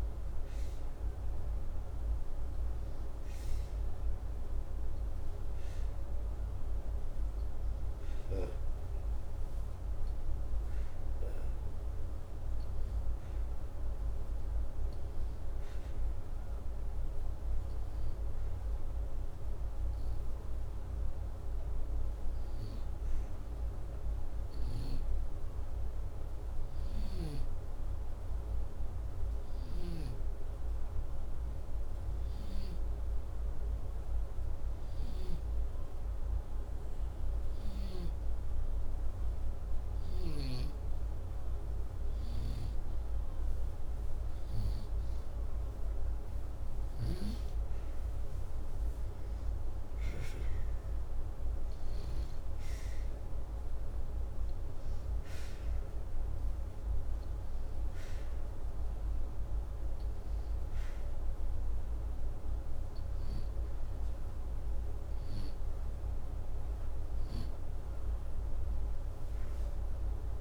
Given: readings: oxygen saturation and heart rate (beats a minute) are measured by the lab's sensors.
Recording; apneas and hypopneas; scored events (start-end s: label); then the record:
breathing in sleep, hard to hear, by a room microphone; 1
6.50-17.50 s: hypopnea (oxygen 97% before, 94% lowest, heart rate 86 before, 79 extreme, up 7 after)
19.00-22.50 s: arousal
From the record:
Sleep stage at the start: N2 (light sleep); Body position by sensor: upright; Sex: male